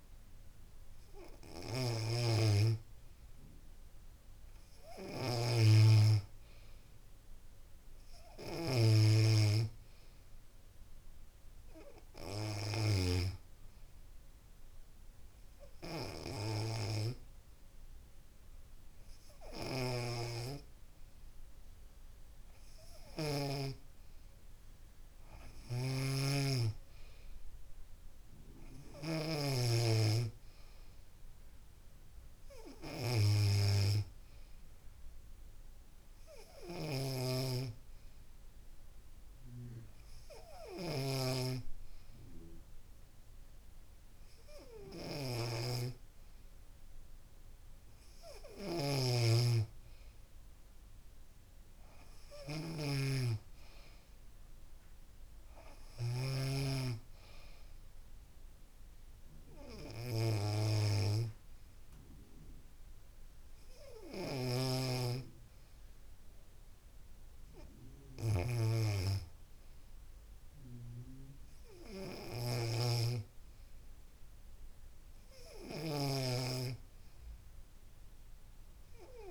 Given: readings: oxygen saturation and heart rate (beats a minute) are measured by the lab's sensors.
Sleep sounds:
breathing in sleep by a room microphone; 3
13.50-23.50 s: hypopnea (oxygen 96% before, 93% lowest, heart rate 73 before, 68 extreme, up 16 after)
25.00-28.50 s: arousal
36.50-47.50 s: hypopnea (oxygen 95% before, 93% lowest, heart rate 76 before, 70 extreme, up 4 after)
48.50-52.50 s: arousal
58.50-69.50 s: hypopnea (oxygen 95% before, 91% lowest, heart rate 71 before, 66 extreme, up 9 after)
66.50-68.50 s: long interval between heartbeats (device-marked, heart rate 72 before, 81 extreme)
71.50-75.00 s: arousal
From the record:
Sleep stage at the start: N2 (light sleep); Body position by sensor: on the back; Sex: female

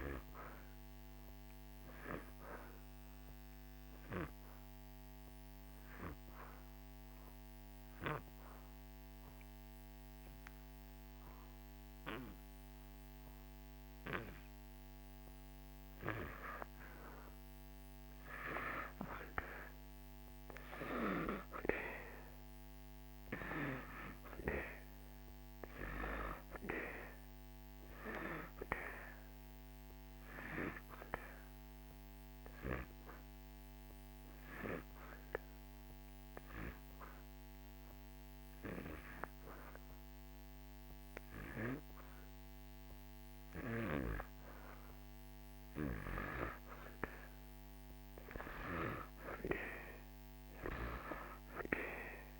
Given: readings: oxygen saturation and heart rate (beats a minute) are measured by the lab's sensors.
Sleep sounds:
breathing in sleep by a microphone on the trachea; 2
0.00-16.50 s: oxygen desaturation (device-marked, oxygen 80% lowest)
4.00-15.00 s: obstructive apnea (oxygen 94% before, 80% lowest)
17.50-21.50 s: arousal
27.50-49.50 s: oxygen desaturation (device-marked, oxygen 95% before, 81% lowest)
30.50-44.50 s: hypopnea (oxygen 95% before, 81% lowest)
48.00-52.40 s: arousal
From the record:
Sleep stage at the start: N2 (light sleep); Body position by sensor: on the back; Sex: male

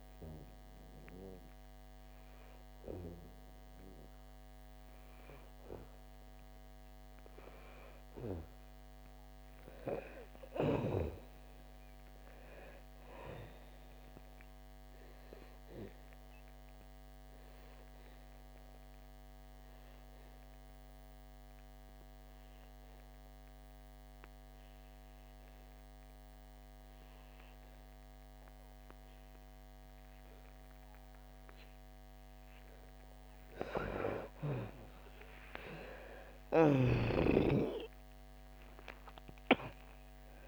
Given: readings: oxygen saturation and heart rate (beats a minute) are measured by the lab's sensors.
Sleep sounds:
breathing in sleep by a microphone on the trachea; 1
0.00-7.50 s: oxygen desaturation (device-marked, oxygen 83% lowest, heart rate 64 extreme)
15.00-33.00 s: obstructive apnea (oxygen 98% before, 81% lowest, heart rate 68 before, 60 extreme, up 19 after)
34.50-40.00 s: arousal
34.50-40.48 s: oxygen desaturation (device-marked, oxygen 97% before, 84% lowest, heart rate 69 before, 60 extreme)
From the record:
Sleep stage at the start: N2 (light sleep); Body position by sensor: on the back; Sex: female

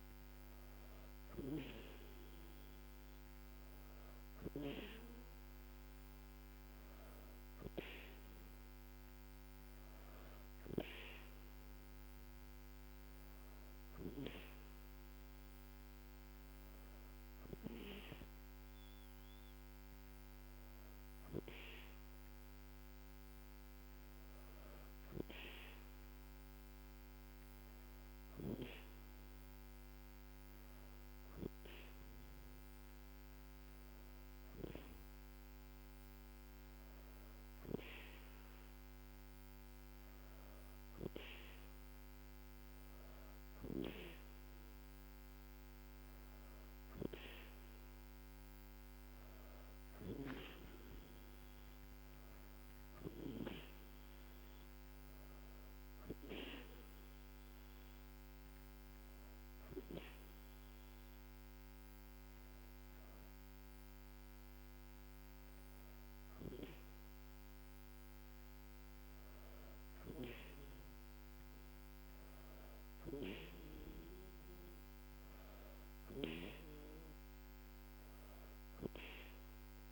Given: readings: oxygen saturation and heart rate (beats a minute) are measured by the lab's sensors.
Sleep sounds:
breathing in sleep by a microphone on the trachea; none
none scored
From the record:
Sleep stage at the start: N2 (light sleep); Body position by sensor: on the back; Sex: female

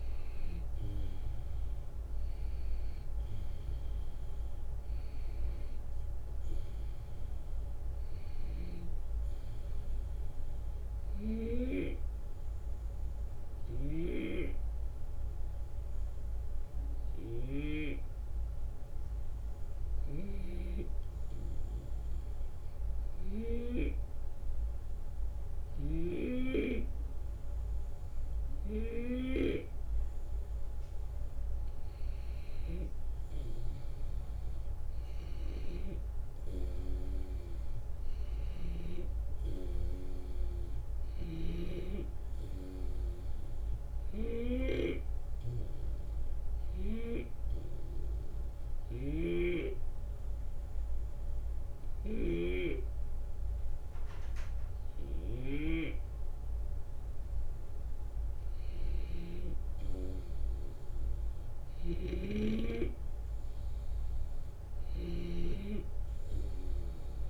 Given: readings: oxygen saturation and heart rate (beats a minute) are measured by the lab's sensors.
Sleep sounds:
breathing in sleep by a room microphone; 2
0.00-1.50 s: arousal
13.50-17.50 s: snoring (device-marked)
13.50-30.00 s: hypopnea (oxygen 93% before, 91% lowest, heart rate 78 before, 72 extreme, up 6 after)
25.50-29.50 s: snoring (device-marked)
32.00-35.50 s: arousal
46.50-57.50 s: hypopnea (oxygen 94% before, 90% lowest, heart rate 76 before, 72 extreme, up 3 after)
48.50-55.50 s: snoring (device-marked)
60.50-63.50 s: arousal
61.50-65.00 s: snoring (device-marked)
From the record:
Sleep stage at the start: N2 (light sleep); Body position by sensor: on the left side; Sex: male

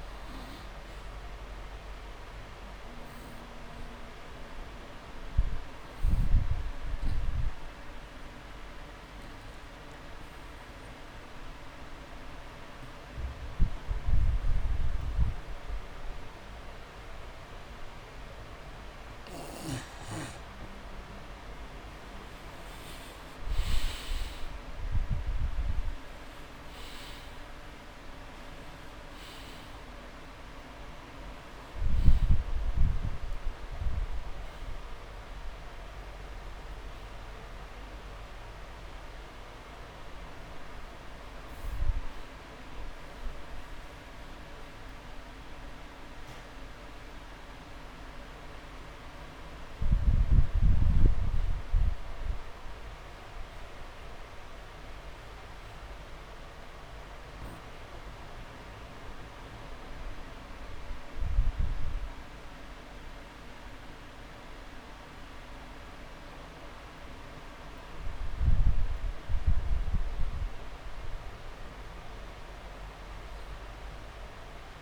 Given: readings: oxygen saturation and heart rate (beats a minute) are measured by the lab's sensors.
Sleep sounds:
breathing in sleep, hard to hear, by a room microphone; 1
0.00-22.50 s: oxygen desaturation (device-marked, oxygen 90% lowest)
5.50-20.00 s: obstructive apnea (oxygen 97% before, 90% lowest)
25.50-28.00 s: arousal
34.50-38.50 s: oxygen desaturation (device-marked, oxygen 97% before, 92% lowest)
38.50-48.50 s: drop in pulse transit time (device-marked)
45.50-59.50 s: oxygen desaturation (device-marked, oxygen 96% before, 90% lowest)
46.50-48.50 s: long interval between heartbeats (device-marked)
58.50-60.50 s: long interval between heartbeats (device-marked)
59.50-61.50 s: drop in pulse transit time (device-marked)
68.50-72.00 s: arousal
71.00-73.00 s: long interval between heartbeats (device-marked)
From the record:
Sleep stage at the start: N2 (light sleep); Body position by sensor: on the back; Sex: male

